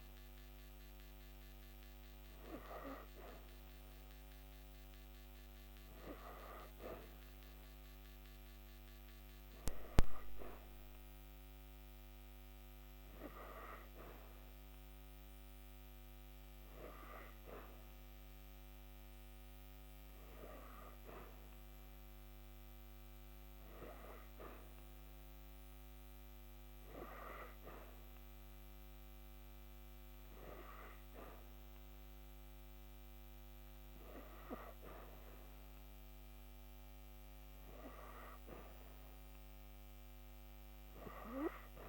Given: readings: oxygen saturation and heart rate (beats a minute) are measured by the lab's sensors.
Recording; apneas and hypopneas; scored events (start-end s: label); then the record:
breathing in sleep by a microphone on the trachea; none
none scored
From the record:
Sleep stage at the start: N3 (deep sleep); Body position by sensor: on the back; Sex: female